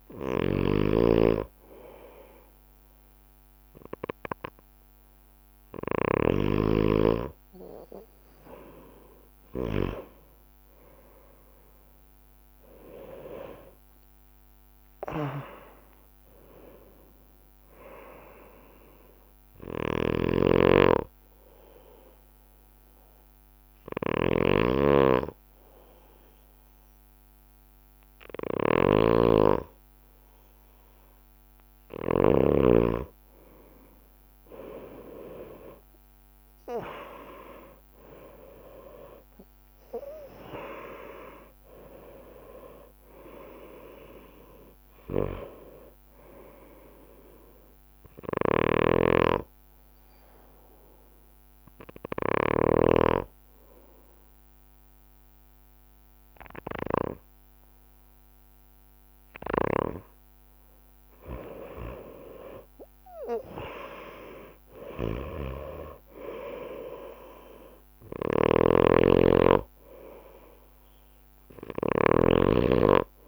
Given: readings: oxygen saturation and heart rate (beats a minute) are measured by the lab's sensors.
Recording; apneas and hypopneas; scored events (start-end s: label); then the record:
breathing in sleep by a microphone on the trachea; 2
0.00-2.00 s: bradycardia (device-marked)
11.50-16.00 s: arousal
20.00-33.00 s: snoring (device-marked)
20.50-33.00 s: hypopnea (oxygen 99% before, 95% lowest)
35.50-41.00 s: arousal
48.50-53.00 s: snoring (device-marked)
48.50-61.00 s: hypopnea (oxygen 97% before, 93% lowest)
62.50-67.50 s: arousal
68.50-72.50 s: snoring (device-marked)
From the record:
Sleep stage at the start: N2 (light sleep); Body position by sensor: on the right side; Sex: male